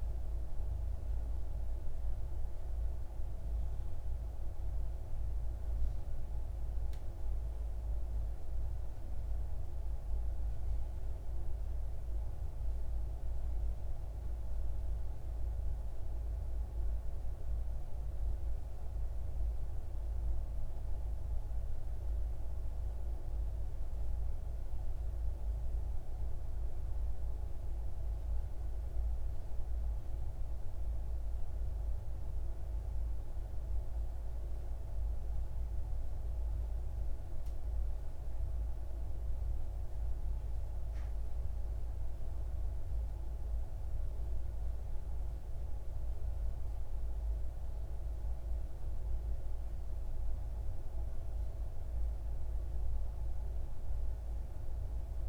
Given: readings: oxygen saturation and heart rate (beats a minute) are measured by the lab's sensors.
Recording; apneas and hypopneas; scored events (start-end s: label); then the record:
breathing in sleep, hard to hear, by a room microphone; none
none scored
From the record:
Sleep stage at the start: N3 (deep sleep); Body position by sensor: on the left side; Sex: male